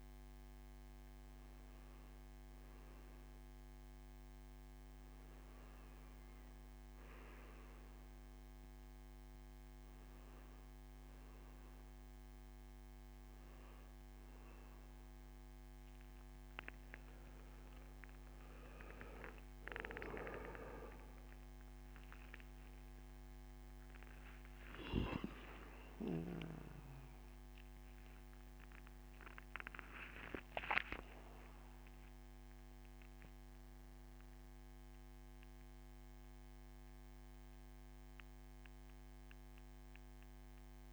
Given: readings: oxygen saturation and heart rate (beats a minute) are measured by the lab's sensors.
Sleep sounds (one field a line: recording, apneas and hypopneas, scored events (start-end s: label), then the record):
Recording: breathing in sleep by a microphone on the trachea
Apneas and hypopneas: none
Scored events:
21.50-27.00 s: arousal
From the record:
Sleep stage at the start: N2 (light sleep)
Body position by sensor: on the back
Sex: male